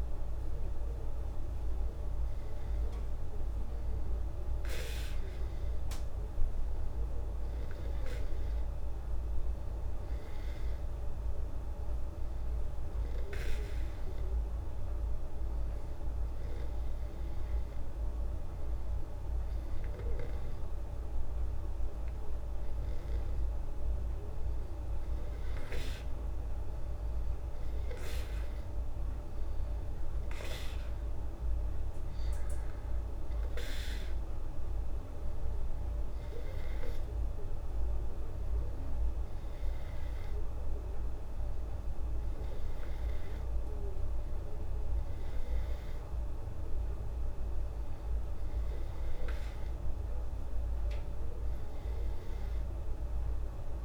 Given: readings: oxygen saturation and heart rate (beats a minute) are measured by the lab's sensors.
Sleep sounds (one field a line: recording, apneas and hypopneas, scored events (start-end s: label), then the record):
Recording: breathing in sleep, hard to hear, by a room microphone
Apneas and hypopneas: none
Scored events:
none scored
From the record:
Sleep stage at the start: N2 (light sleep)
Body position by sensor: on the back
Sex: female